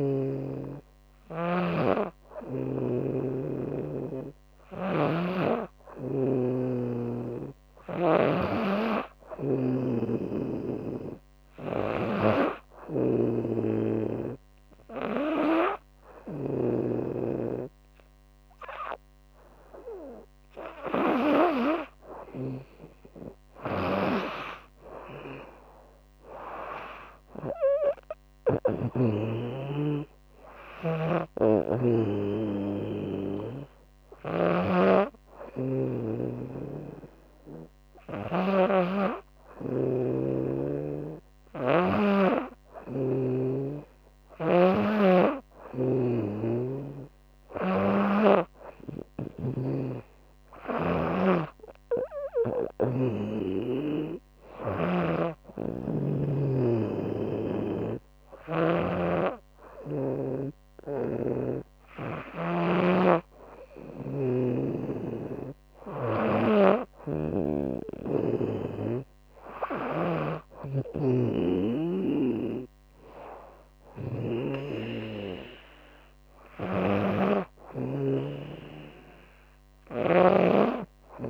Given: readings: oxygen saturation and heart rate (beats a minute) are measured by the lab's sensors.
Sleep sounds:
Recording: breathing in sleep by a microphone on the trachea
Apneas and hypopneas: none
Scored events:
5.50-9.00 s: snoring (device-marked)
11.00-16.00 s: snoring (device-marked)
23.00-26.50 s: arousal
23.00-28.00 s: snoring (device-marked)
30.00-38.00 s: snoring (device-marked)
45.00-52.50 s: snoring (device-marked)
62.00-65.50 s: snoring (device-marked)
70.00-74.00 s: snoring (device-marked)
76.00-79.50 s: snoring (device-marked)
From the record:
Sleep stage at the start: N2 (light sleep)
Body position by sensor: on the right side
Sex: female

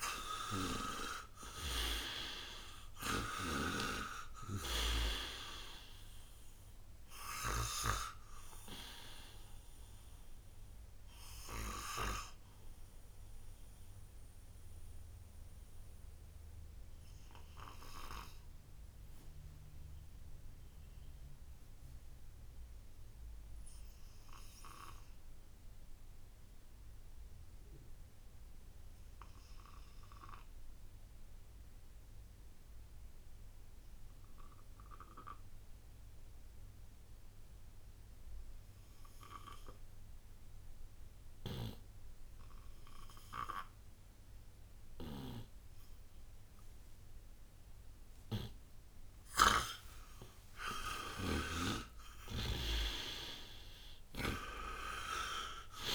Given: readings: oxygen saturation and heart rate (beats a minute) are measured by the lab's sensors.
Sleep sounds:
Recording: breathing in sleep by a room microphone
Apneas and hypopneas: 1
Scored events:
0.00-3.50 s: snoring (device-marked)
0.00-27.50 s: oxygen desaturation (device-marked, oxygen 82% lowest, heart rate 56 extreme)
9.00-48.50 s: obstructive apnea (oxygen 98% before, 82% lowest, heart rate 63 before, 56 extreme, up 19 after)
42.50-55.95 s: oxygen desaturation (device-marked, oxygen 98% before, 84% lowest, heart rate 59 before, 57 extreme)
49.00-55.95 s: snoring (device-marked)
50.00-54.00 s: arousal
From the record:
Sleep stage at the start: N2 (light sleep)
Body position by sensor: on the right side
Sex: male

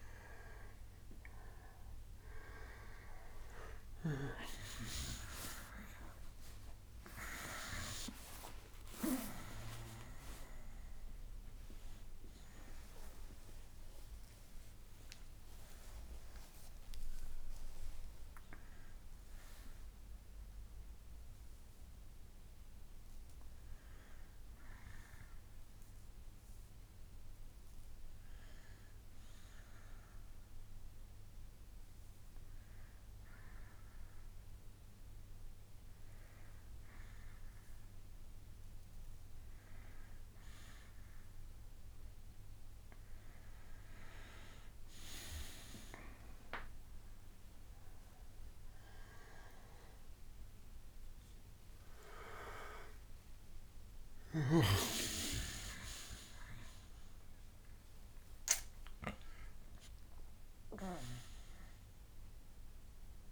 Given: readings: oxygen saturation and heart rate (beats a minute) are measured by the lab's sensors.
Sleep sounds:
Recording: breathing in sleep by a room microphone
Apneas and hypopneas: none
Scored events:
27.00-63.32 s: new sleep stage, N2 (light sleep)
36.00-43.00 s: bradycardia (device-marked, heart rate 70 before, 49 extreme)
50.00-53.00 s: arousal
61.50-63.32 s: arousal
From the record:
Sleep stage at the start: N1 (lightest sleep)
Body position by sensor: on the back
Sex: male

